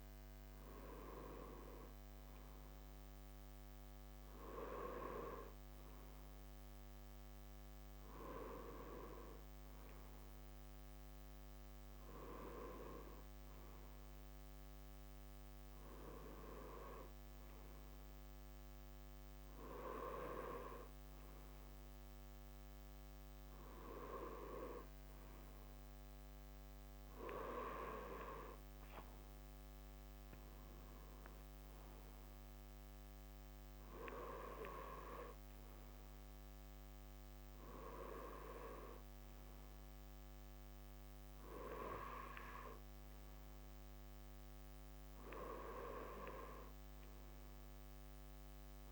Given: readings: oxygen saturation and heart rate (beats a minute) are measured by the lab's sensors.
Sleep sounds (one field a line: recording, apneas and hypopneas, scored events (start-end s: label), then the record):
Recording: breathing in sleep by a microphone on the trachea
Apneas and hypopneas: none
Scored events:
7.50-48.92 s: new sleep stage, REM sleep
From the record:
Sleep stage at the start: N2 (light sleep)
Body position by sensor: on the right side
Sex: male